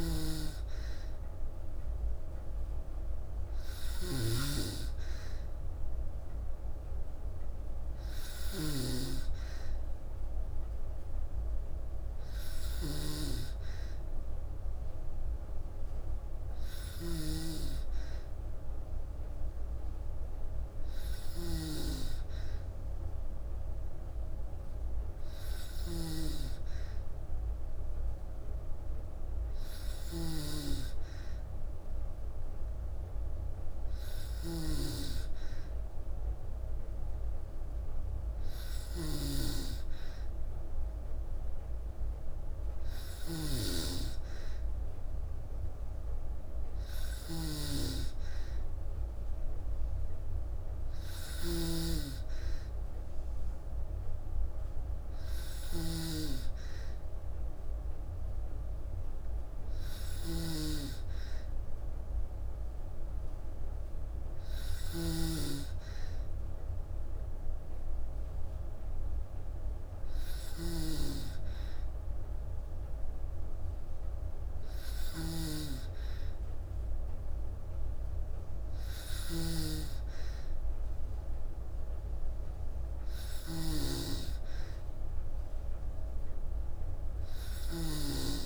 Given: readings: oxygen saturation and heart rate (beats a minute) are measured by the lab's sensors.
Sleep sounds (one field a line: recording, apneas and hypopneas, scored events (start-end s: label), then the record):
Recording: breathing in sleep by a room microphone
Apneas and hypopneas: none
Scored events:
0.00-88.46 s: snoring (device-marked)
From the record:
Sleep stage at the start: N2 (light sleep)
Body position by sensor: on the back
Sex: female